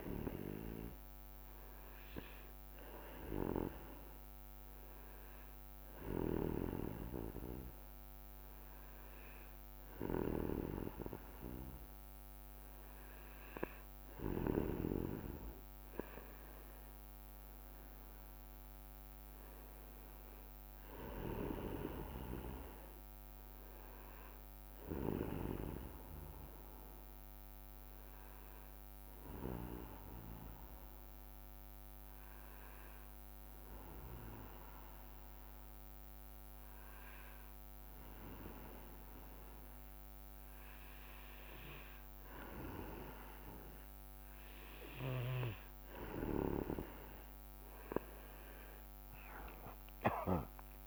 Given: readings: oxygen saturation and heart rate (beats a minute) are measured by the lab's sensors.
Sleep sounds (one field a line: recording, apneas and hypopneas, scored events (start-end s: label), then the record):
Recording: breathing in sleep by a microphone on the trachea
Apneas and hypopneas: 2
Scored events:
0.50-13.00 s: hypopnea (oxygen 98% before, 95% lowest, heart rate 64 before, 59 extreme, up 5 after)
15.50-19.00 s: arousal
27.50-44.50 s: hypopnea (oxygen 97% before, 95% lowest, heart rate 64 before, 60 extreme, up 22 after)
46.00-48.00 s: leg movement (device-marked)
From the record:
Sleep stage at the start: N2 (light sleep)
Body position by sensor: on the back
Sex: male